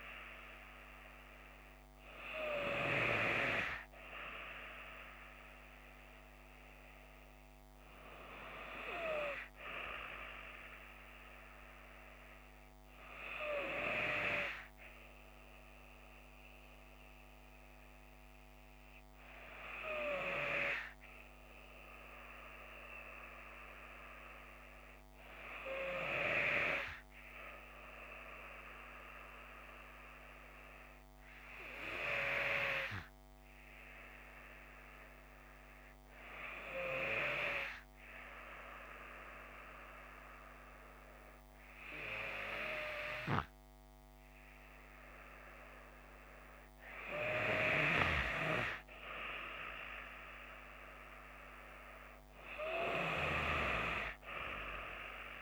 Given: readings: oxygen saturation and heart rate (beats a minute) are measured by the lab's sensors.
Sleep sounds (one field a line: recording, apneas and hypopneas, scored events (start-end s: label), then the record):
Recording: breathing in sleep by a microphone on the trachea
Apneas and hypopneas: 1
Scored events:
23.50-26.50 s: arousal
29.50-44.50 s: hypopnea (oxygen 96% before, 93% lowest)
46.00-49.50 s: arousal
From the record:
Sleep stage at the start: N2 (light sleep)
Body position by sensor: on the left side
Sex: female